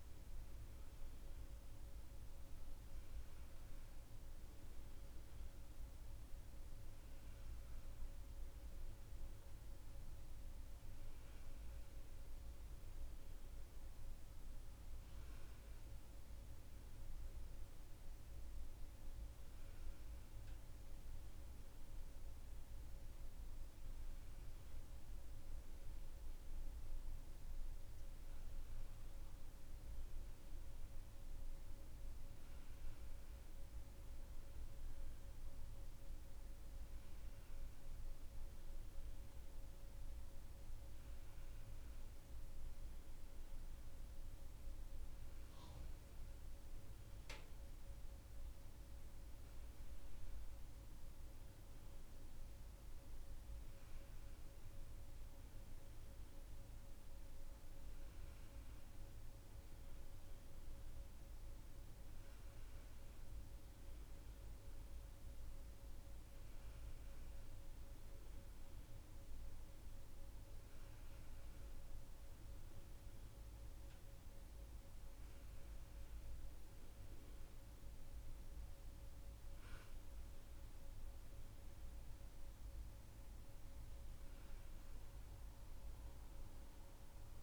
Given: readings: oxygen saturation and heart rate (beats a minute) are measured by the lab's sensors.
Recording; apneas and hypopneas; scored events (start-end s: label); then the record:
breathing in sleep, hard to hear, by a room microphone; none
35.00-87.43 s: new sleep stage, N2 (light sleep)
From the record:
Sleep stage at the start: N1 (lightest sleep); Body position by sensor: on the back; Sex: female